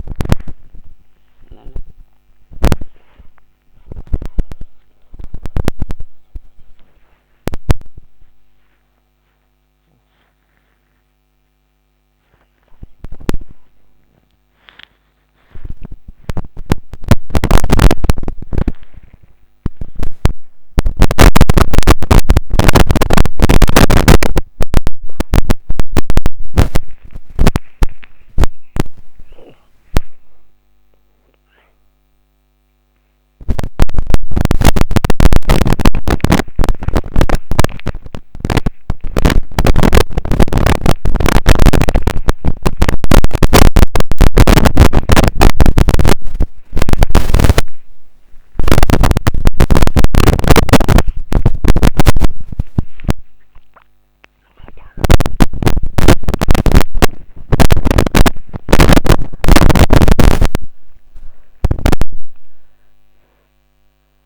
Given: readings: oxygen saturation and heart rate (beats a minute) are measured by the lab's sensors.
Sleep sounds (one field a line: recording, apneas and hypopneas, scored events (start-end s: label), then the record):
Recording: a person awake in a sleep study, by a microphone on the trachea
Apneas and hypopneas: none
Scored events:
none scored
From the record:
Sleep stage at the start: awake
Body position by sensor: on the back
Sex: female